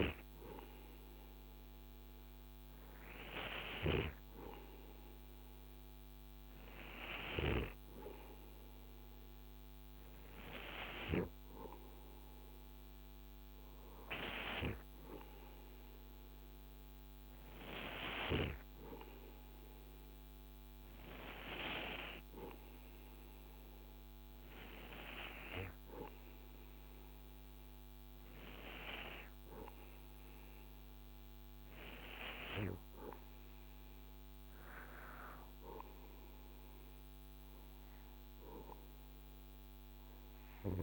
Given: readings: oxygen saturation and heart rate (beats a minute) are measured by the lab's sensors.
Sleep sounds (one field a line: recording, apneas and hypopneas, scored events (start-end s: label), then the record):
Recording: breathing in sleep by a microphone on the trachea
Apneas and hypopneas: none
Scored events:
none scored
From the record:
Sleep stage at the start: REM sleep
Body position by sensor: on the right side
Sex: male